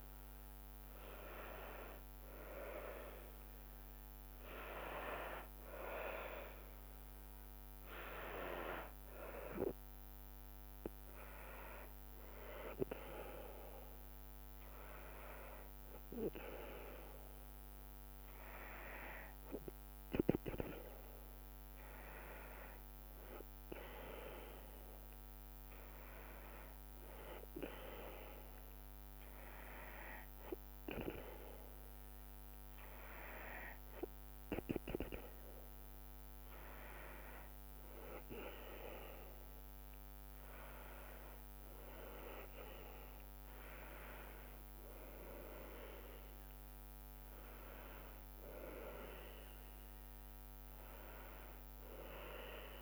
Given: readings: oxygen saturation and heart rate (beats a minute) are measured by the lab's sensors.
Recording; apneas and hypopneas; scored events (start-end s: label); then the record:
breathing in sleep by a microphone on the trachea; none
44.50-52.82 s: drop in pulse transit time (device-marked, heart rate 74 before, 76 extreme)
45.50-52.82 s: oxygen desaturation (device-marked, oxygen 94% before, 91% lowest, heart rate 74 before, 71 extreme)
From the record:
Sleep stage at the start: N2 (light sleep); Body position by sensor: on the back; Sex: female